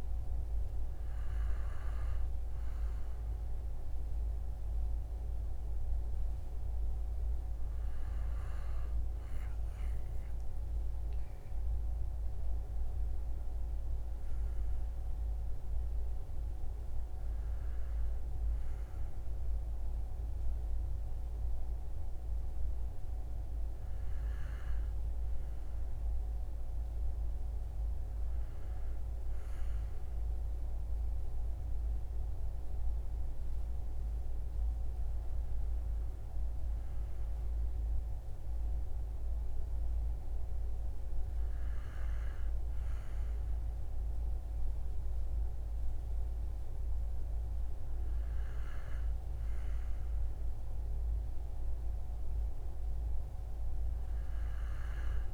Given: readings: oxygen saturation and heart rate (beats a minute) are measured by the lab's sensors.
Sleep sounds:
breathing in sleep, hard to hear, by a room microphone; none
11.50-15.50 s: arousal
From the record:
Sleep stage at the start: N2 (light sleep); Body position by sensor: on the right side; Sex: male

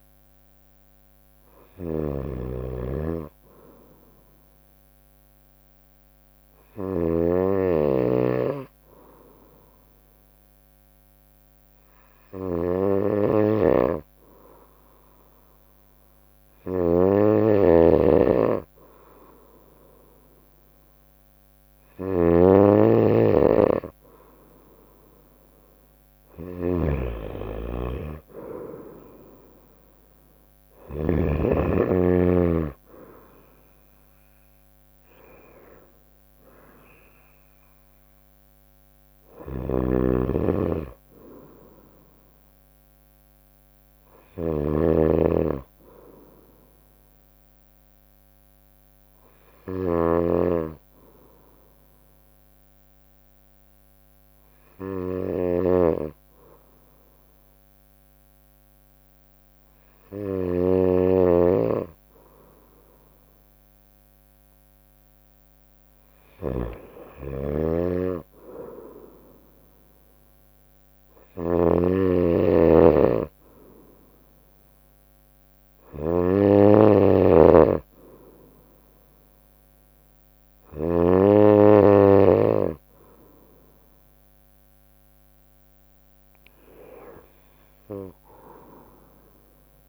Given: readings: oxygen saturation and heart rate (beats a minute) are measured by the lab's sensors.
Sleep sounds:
breathing in sleep by a microphone on the trachea; 2
0.00-4.50 s: oxygen desaturation (device-marked, oxygen 93% lowest, heart rate 61 extreme)
1.50-7.00 s: snoring (device-marked)
2.00-5.00 s: arousal
7.50-22.50 s: hypopnea (oxygen 97% before, 94% lowest, heart rate 62 before, 56 extreme, up 2 after)
13.00-31.00 s: snoring (device-marked)
25.00-29.00 s: arousal
31.50-44.50 s: drop in pulse transit time (device-marked, heart rate 62 before, 56 extreme)
38.50-46.50 s: bradycardia (device-marked, heart rate 62 before, 56 extreme)
39.00-81.00 s: snoring (device-marked)
51.50-64.00 s: obstructive apnea (oxygen 96% before, 94% lowest, heart rate 61 before, 60 extreme, up 0 after)
67.00-71.00 s: arousal
From the record:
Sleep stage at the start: N2 (light sleep); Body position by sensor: on the right side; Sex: female

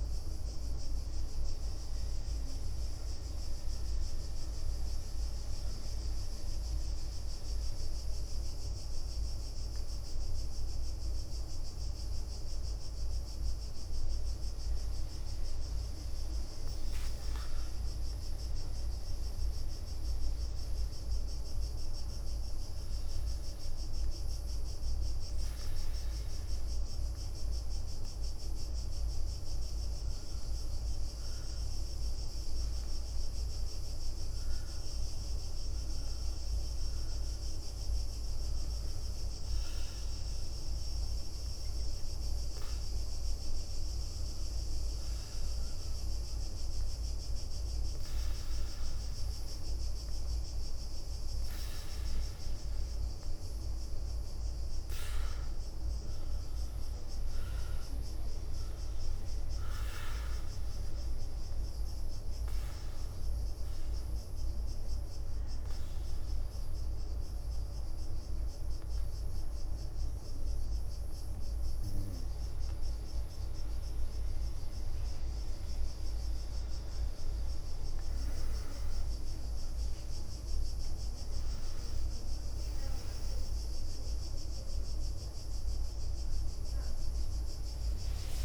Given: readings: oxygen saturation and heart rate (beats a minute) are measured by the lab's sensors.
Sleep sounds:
breathing in sleep, hard to hear, by a room microphone; 3
0.00-1.50 s: oxygen desaturation (device-marked, oxygen 94% lowest, heart rate 65 extreme)
7.00-11.00 s: arousal
14.00-24.50 s: hypopnea (oxygen 99% before, 93% lowest, heart rate 70 before, 65 extreme, up 4 after)
17.00-20.00 s: leg movement (device-marked)
25.50-28.00 s: leg movement (device-marked)
27.00-30.00 s: arousal
30.50-50.50 s: oxygen desaturation (device-marked, oxygen 97% before, 94% lowest, heart rate 68 before, 64 extreme)
35.50-46.50 s: obstructive apnea (oxygen 98% before, 92% lowest, heart rate 67 before, 64 extreme, up 3 after)
48.50-50.50 s: arousal
61.00-74.00 s: mixed apnea (oxygen 96% before, 92% lowest, heart rate 69 before, 64 extreme, up 15 after)
76.50-85.50 s: leg movement (device-marked)
81.50-88.45 s: new sleep stage, awake
83.50-88.45 s: oxygen desaturation (device-marked, oxygen 96% before, 92% lowest, heart rate 69 before, 66 extreme)
From the record:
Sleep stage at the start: N2 (light sleep); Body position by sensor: on the back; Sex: female

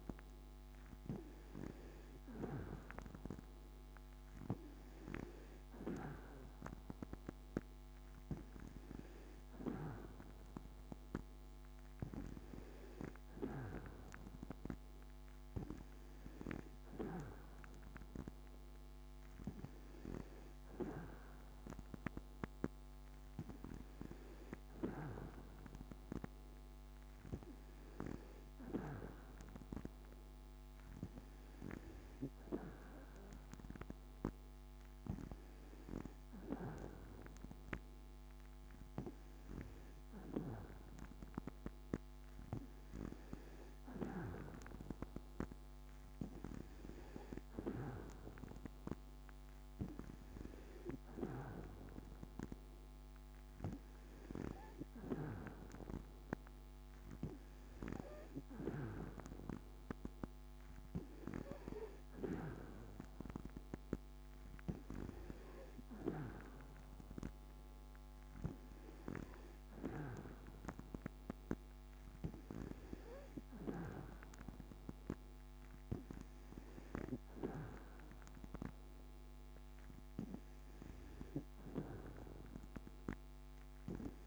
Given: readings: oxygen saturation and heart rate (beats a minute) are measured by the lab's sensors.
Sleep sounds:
breathing in sleep by a microphone on the trachea; none
none scored
From the record:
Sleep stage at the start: N2 (light sleep); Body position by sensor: on the back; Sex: female

